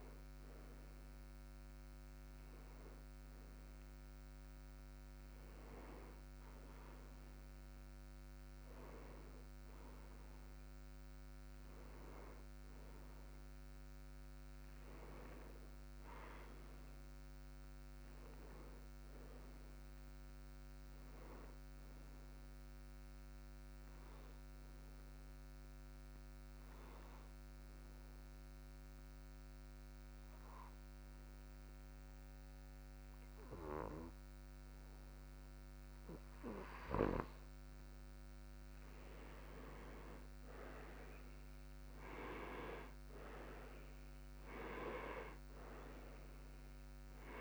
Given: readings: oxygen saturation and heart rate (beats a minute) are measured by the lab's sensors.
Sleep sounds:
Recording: breathing in sleep by a microphone on the trachea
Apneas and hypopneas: 1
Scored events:
26.50-38.00 s: obstructive apnea (oxygen 96% before, 90% lowest)
37.50-47.41 s: new sleep stage, N2 (light sleep)
40.50-44.50 s: arousal
45.50-47.41 s: oxygen desaturation (device-marked, oxygen 95% before, 90% lowest)
From the record:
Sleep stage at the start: N1 (lightest sleep)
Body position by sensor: on the right side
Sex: male

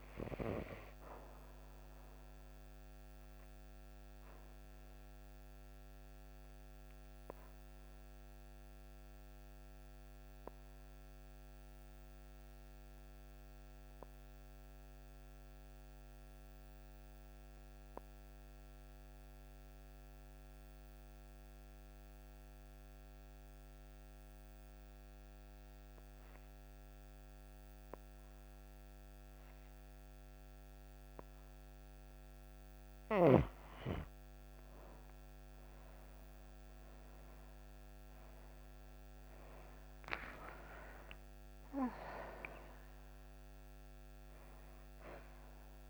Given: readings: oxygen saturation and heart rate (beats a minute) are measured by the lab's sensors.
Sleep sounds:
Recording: breathing in sleep by a microphone on the trachea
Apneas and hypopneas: 1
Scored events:
0.00-18.50 s: oxygen desaturation (device-marked, oxygen 84% lowest)
1.50-33.00 s: obstructive apnea (oxygen 98% before, 84% lowest)
33.50-45.90 s: oxygen desaturation (device-marked, oxygen 98% before, 85% lowest)
37.50-42.00 s: arousal
From the record:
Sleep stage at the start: N2 (light sleep)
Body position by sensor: on the back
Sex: female

